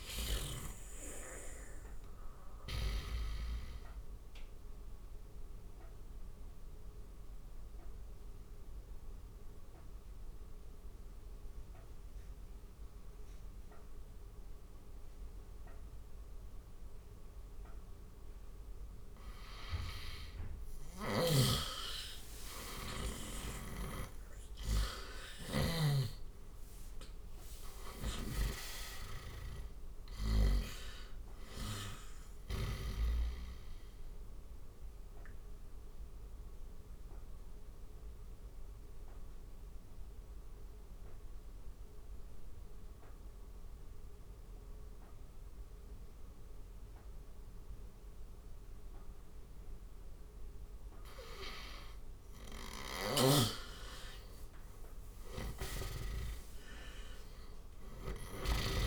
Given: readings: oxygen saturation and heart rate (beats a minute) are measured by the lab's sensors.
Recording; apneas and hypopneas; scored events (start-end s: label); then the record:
breathing in sleep by a room microphone; 2
4.50-19.00 s: obstructive apnea (oxygen 97% before, 90% lowest, heart rate 77 before, 70 extreme, up 11 after)
9.00-21.00 s: oxygen desaturation (device-marked, oxygen 96% before, 90% lowest, heart rate 77 before, 71 extreme)
21.00-24.50 s: arousal
23.00-27.50 s: snoring (device-marked)
27.00-40.00 s: oxygen desaturation (device-marked, oxygen 98% before, 93% lowest, heart rate 74 before, 72 extreme)
33.50-50.00 s: obstructive apnea (oxygen 98% before, 89% lowest, heart rate 77 before, 72 extreme, up 7 after)
50.00-58.00 s: oxygen desaturation (device-marked, oxygen 95% before, 92% lowest, heart rate 77 before, 73 extreme)
52.50-55.50 s: arousal
From the record:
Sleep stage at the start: N2 (light sleep); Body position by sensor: on the right side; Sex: male